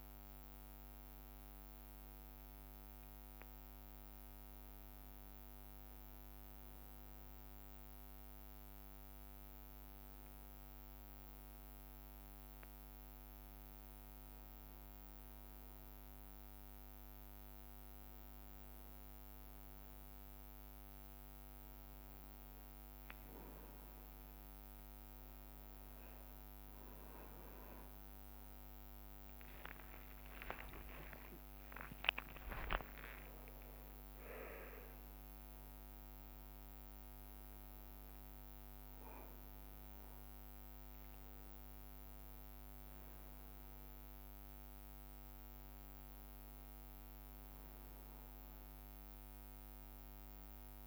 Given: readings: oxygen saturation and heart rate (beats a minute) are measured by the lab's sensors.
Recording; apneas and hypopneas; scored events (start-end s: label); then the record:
a person awake in a sleep study, hard to hear, by a microphone on the trachea; none
0.00-1.00 s: leg movement (device-marked)
0.00-8.50 s: drop in pulse transit time (device-marked, heart rate 65 extreme)
2.50-6.50 s: leg movement (device-marked)
7.50-11.50 s: leg movement (device-marked)
12.50-17.50 s: leg movement (device-marked)
18.00-22.00 s: leg movement (device-marked)
23.00-27.00 s: leg movement (device-marked)
28.00-38.00 s: leg movement (device-marked)
30.50-32.50 s: long interval between heartbeats (device-marked, heart rate 66 before, 75 extreme)
32.50-44.50 s: drop in pulse transit time (device-marked, heart rate 67 before, 64 extreme)
39.50-45.00 s: leg movement (device-marked)
46.00-50.50 s: leg movement (device-marked)
From the record:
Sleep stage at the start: awake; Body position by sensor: on the back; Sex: male